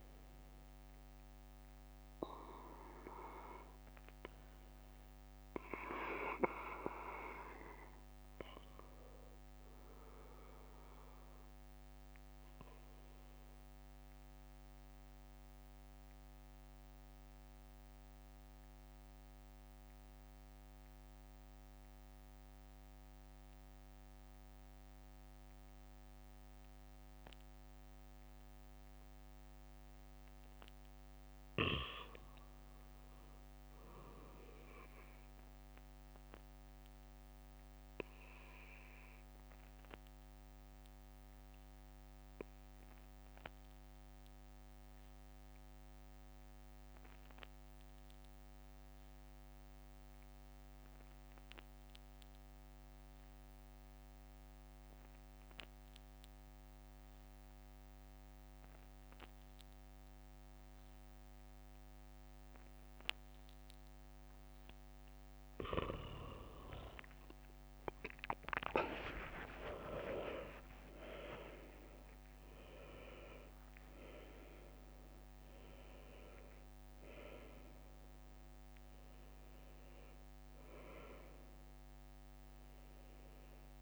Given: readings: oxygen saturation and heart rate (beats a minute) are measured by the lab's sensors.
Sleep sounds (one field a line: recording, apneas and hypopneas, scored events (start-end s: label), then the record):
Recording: breathing in sleep by a microphone on the trachea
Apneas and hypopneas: 2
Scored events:
0.00-3.00 s: oxygen desaturation (device-marked, oxygen 92% lowest, heart rate 62 extreme)
9.50-28.00 s: obstructive apnea (oxygen 96% before, 87% lowest, heart rate 66 before, 62 extreme, up 4 after)
29.50-33.50 s: arousal
37.00-54.00 s: oxygen desaturation (device-marked, oxygen 98% before, 93% lowest, heart rate 65 before, 63 extreme)
42.50-65.00 s: obstructive apnea (oxygen 98% before, 87% lowest, heart rate 65 before, 63 extreme, up 6 after)
60.00-74.00 s: oxygen desaturation (device-marked, oxygen 95% before, 89% lowest, heart rate 64 before, 65 extreme)
65.50-67.50 s: leg movement (device-marked)
67.00-72.00 s: arousal
79.00-83.82 s: oxygen desaturation (device-marked, oxygen 91% before, 87% lowest, heart rate 67 before, 65 extreme)
From the record:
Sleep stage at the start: N2 (light sleep)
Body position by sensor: on the back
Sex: male